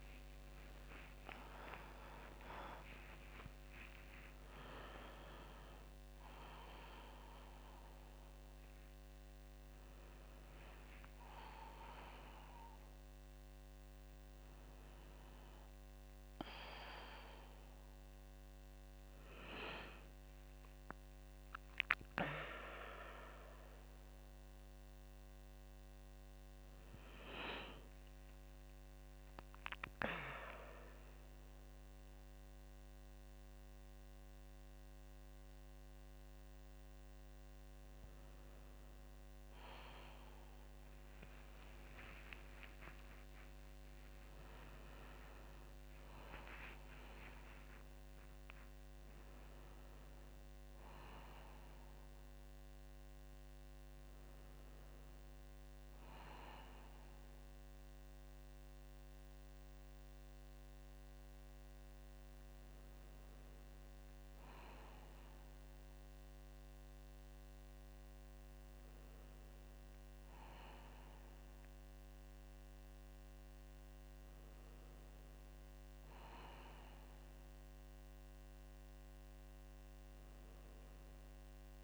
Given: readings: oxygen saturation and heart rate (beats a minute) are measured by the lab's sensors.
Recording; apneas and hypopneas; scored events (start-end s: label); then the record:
a person awake in a sleep study, by a microphone on the trachea; none
0.00-6.00 s: tachycardia (device-marked, heart rate 156 extreme)
0.50-2.50 s: long interval between heartbeats (device-marked, heart rate 80 before, 156 extreme)
11.50-13.50 s: long interval between heartbeats (device-marked, heart rate 119 before, 28 extreme)
41.00-43.00 s: long interval between heartbeats (device-marked, heart rate 61 before, 67 extreme)
44.00-60.00 s: oxygen desaturation (device-marked, oxygen 97% before, 94% lowest, heart rate 63 before, 55 extreme)
59.00-81.84 s: new sleep stage, N1 (lightest sleep)
From the record:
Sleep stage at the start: awake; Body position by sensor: on the back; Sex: female